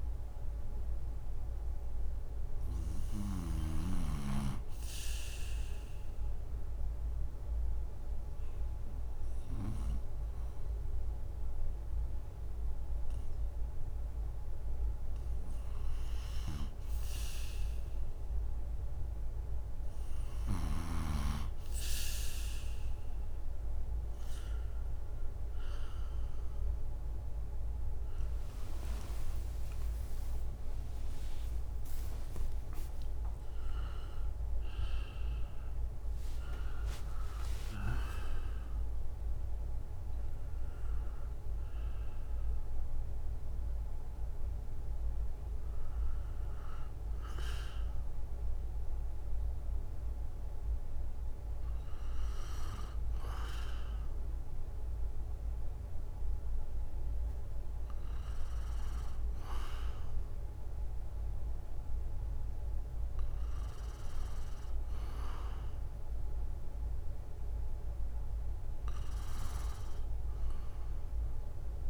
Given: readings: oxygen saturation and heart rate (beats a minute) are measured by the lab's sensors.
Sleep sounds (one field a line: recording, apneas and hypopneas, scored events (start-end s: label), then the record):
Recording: breathing in sleep by a room microphone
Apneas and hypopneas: none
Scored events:
0.00-3.50 s: snoring (device-marked)
4.00-19.00 s: oxygen desaturation (device-marked, oxygen 96% before, 93% lowest, heart rate 68 before, 67 extreme)
16.00-20.50 s: snoring (device-marked)
28.50-33.50 s: arousal
31.00-48.00 s: drop in pulse transit time (device-marked, heart rate 70 before, 74 extreme)
From the record:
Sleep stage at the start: N2 (light sleep)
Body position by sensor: on the right side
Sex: male